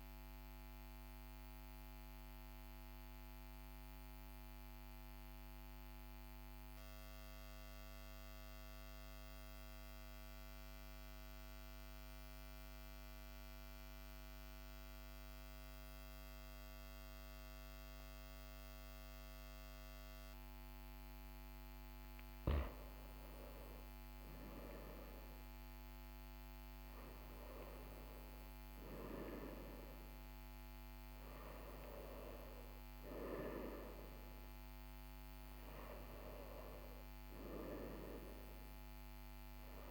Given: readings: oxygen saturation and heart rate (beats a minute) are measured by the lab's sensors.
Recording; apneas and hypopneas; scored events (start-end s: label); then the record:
breathing in sleep by a microphone on the trachea; 1
0.50-21.50 s: mixed apnea (oxygen 100% before, 94% lowest, heart rate 42 before, 40 extreme, up 2 after)
22.50-39.91 s: oxygen desaturation (device-marked, oxygen 98% before, 94% lowest, heart rate 40 before, 40 extreme)
23.50-28.50 s: arousal
From the record:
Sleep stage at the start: N1 (lightest sleep); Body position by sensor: on the back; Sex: male